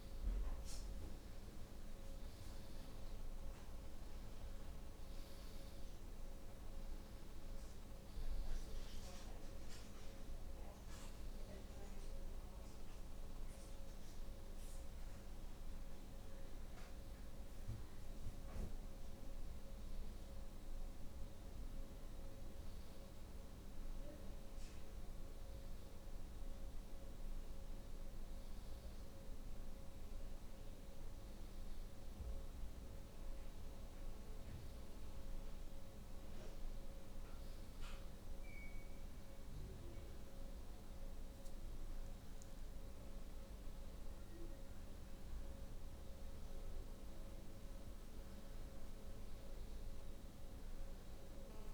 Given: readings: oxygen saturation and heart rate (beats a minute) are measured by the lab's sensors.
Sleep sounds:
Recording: breathing in sleep, hard to hear, by a room microphone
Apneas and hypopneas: none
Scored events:
none scored
From the record:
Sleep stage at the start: N2 (light sleep)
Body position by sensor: on the back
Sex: female

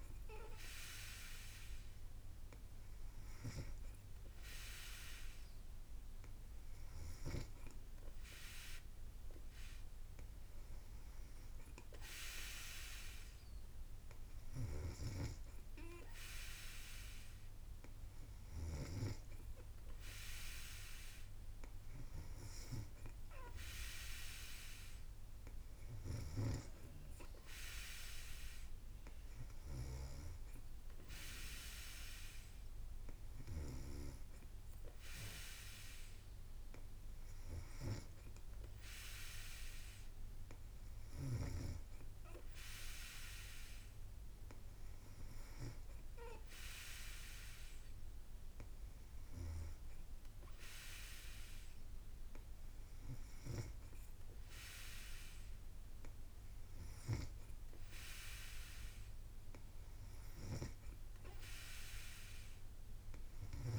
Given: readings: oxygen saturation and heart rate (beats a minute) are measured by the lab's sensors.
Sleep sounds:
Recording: breathing in sleep by a room microphone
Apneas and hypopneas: none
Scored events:
14.50-19.00 s: snoring (device-marked)
From the record:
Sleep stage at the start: N3 (deep sleep)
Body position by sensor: on the back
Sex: female

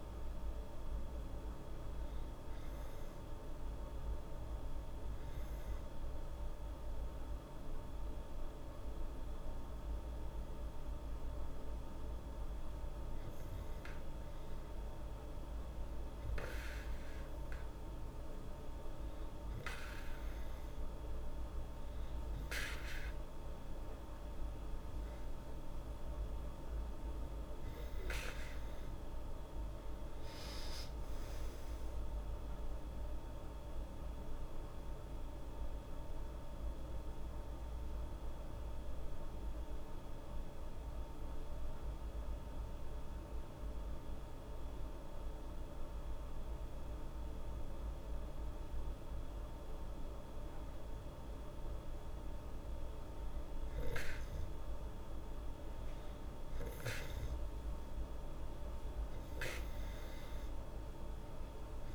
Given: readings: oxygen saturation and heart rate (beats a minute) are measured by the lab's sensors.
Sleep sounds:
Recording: breathing in sleep, hard to hear, by a room microphone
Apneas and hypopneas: 2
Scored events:
4.50-15.50 s: hypopnea (oxygen 97% before, 95% lowest, heart rate 80 before, 77 extreme, up 3 after)
22.50-26.50 s: arousal
36.00-51.50 s: hypopnea (oxygen 97% before, 95% lowest, heart rate 80 before, 76 extreme, up 4 after)
54.50-59.50 s: arousal
57.50-61.95 s: oxygen desaturation (device-marked, oxygen 98% before, 95% lowest, heart rate 77 before, 77 extreme)
From the record:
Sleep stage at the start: N2 (light sleep)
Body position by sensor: on the back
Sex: female

